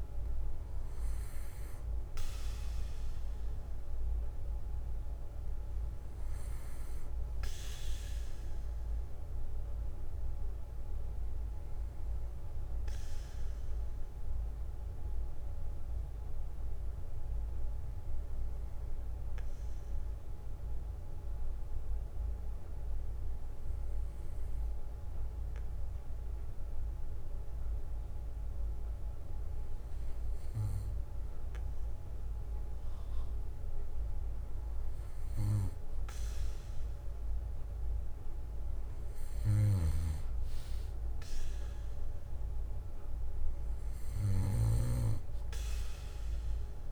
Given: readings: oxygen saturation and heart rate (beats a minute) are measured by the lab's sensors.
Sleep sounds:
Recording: breathing in sleep by a room microphone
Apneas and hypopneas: 1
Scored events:
4.50-6.50 s: bradycardia (device-marked, heart rate 60 before, 60 extreme)
13.00-29.00 s: obstructive apnea (oxygen 96% before, 93% lowest, heart rate 62 before, 55 extreme, up 5 after)
13.50-15.50 s: bradycardia (device-marked, heart rate 60 before, 59 extreme)
18.50-20.50 s: bradycardia (device-marked, heart rate 60 before, 63 extreme)
21.50-23.50 s: bradycardia (device-marked, heart rate 60 before, 55 extreme)
33.00-36.00 s: arousal
37.50-46.92 s: bradycardia (device-marked, heart rate 60 before, 59 extreme)
From the record:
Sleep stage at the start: N2 (light sleep)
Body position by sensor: on the back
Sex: male

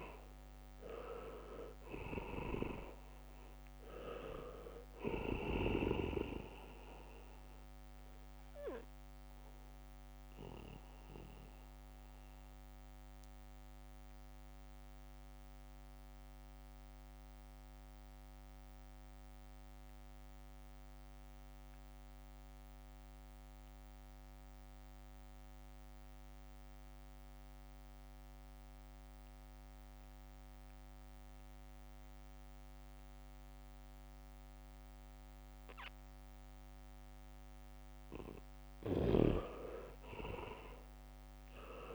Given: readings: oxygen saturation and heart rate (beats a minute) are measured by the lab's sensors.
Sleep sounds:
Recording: breathing in sleep by a microphone on the trachea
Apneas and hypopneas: 1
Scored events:
0.00-2.00 s: arousal
0.00-7.00 s: leg movement (device-marked)
0.00-23.50 s: oxygen desaturation (device-marked, oxygen 77% lowest, heart rate 62 extreme)
11.00-37.50 s: mixed apnea (oxygen 99% before, 77% lowest, heart rate 67 before, 63 extreme, up 1 after)
30.50-41.95 s: oxygen desaturation (device-marked, oxygen 99% before, 79% lowest, heart rate 71 before, 63 extreme)
35.00-41.00 s: leg movement (device-marked)
From the record:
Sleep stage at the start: N2 (light sleep)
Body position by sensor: on the back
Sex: male

